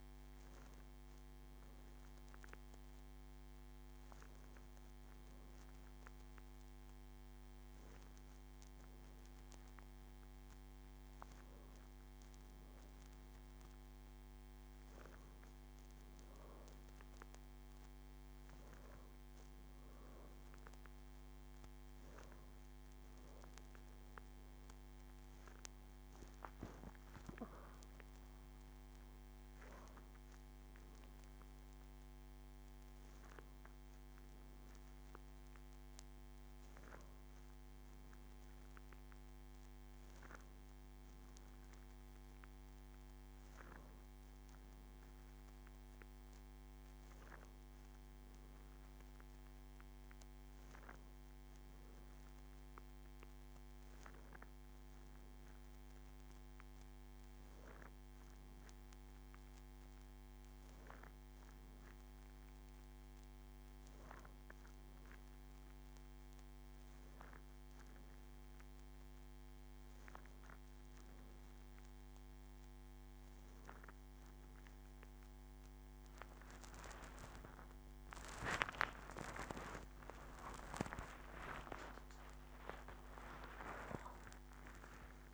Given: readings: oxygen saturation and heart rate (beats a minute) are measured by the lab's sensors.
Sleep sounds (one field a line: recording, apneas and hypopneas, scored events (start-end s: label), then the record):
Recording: breathing in sleep by a microphone on the trachea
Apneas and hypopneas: none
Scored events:
76.50-82.50 s: arousal
80.50-82.50 s: long interval between heartbeats (device-marked, heart rate 78 before, 113 extreme)
83.50-85.34 s: long interval between heartbeats (device-marked, heart rate 87 before, 157 extreme)
From the record:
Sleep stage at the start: N2 (light sleep)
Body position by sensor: on the back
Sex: female